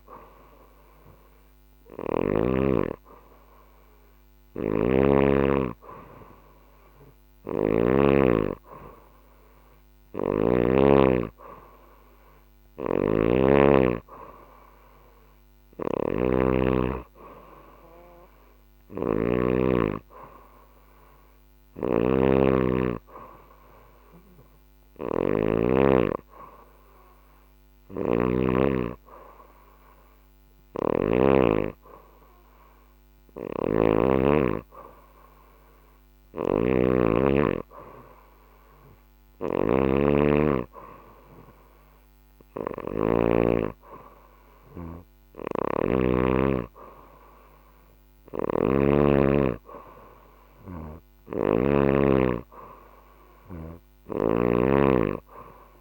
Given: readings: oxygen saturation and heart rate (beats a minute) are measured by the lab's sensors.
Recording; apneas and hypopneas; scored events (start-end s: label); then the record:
breathing in sleep by a microphone on the trachea; none
0.00-1.50 s: snoring (device-marked)
3.50-10.00 s: snoring (device-marked)
12.00-30.50 s: snoring (device-marked)
32.50-42.50 s: snoring (device-marked)
44.50-51.00 s: snoring (device-marked)
53.00-55.81 s: snoring (device-marked)
From the record:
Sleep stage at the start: N2 (light sleep); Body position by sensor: on the back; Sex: female